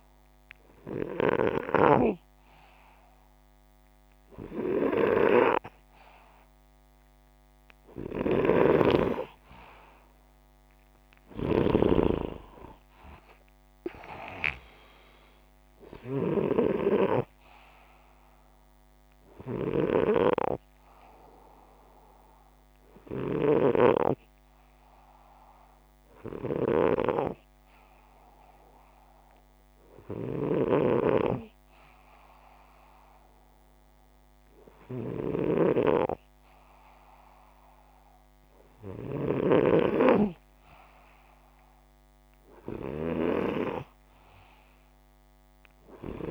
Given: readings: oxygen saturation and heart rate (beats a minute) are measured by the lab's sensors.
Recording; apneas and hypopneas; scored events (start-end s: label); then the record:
breathing in sleep by a microphone on the trachea; 1
6.00-21.00 s: oxygen desaturation (device-marked, oxygen 96% before, 82% lowest, heart rate 159 before, 37 extreme)
7.50-16.00 s: snoring (device-marked)
21.00-33.50 s: hypopnea (oxygen 99% before, 92% lowest, heart rate 131 before, 84 extreme)
30.00-39.00 s: snoring (device-marked)
39.50-43.50 s: arousal
From the record:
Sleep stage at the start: N2 (light sleep); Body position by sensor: upright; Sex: male